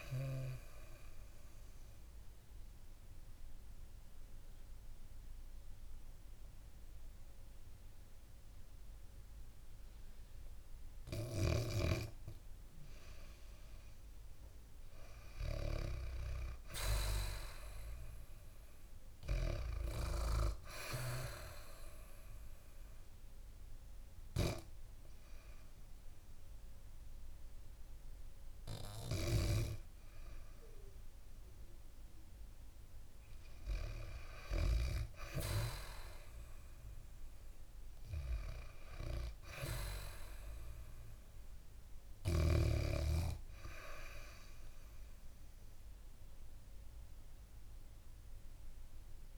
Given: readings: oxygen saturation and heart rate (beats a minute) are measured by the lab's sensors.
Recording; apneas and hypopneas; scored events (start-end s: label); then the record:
breathing in sleep by a room microphone; 2
0.50-12.50 s: obstructive apnea (oxygen 98% before, 95% lowest, heart rate 74 before, 68 extreme, up 4 after)
14.00-17.50 s: arousal
19.50-36.50 s: oxygen desaturation (device-marked, oxygen 99% before, 96% lowest, heart rate 70 before, 68 extreme)
22.00-32.00 s: hypopnea (oxygen 99% before, 95% lowest, heart rate 71 before, 68 extreme, up 3 after)
28.50-34.50 s: snoring (device-marked)
36.50-40.50 s: arousal
From the record:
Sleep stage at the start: N2 (light sleep); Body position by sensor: on the back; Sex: female